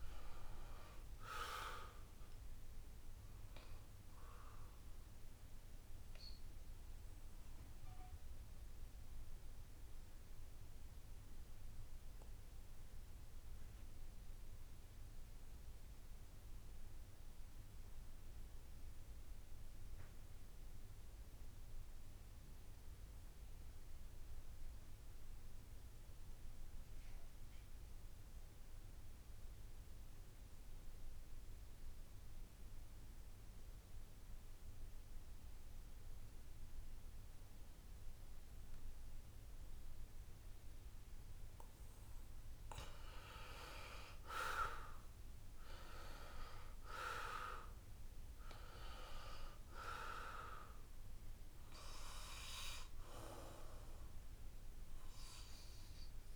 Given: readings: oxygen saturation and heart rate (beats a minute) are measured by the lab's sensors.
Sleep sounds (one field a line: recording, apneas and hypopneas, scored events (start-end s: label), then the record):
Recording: breathing in sleep by a room microphone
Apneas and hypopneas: 1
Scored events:
0.00-19.50 s: oxygen desaturation (device-marked, oxygen 80% lowest, heart rate 64 extreme)
6.00-43.50 s: mixed apnea (oxygen 94% before, 79% lowest, heart rate 74 before, 64 extreme, up 4 after)
36.50-56.36 s: oxygen desaturation (device-marked, oxygen 95% before, 80% lowest, heart rate 69 before, 67 extreme)
46.00-49.00 s: arousal
From the record:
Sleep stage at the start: N2 (light sleep)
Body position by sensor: on the back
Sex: male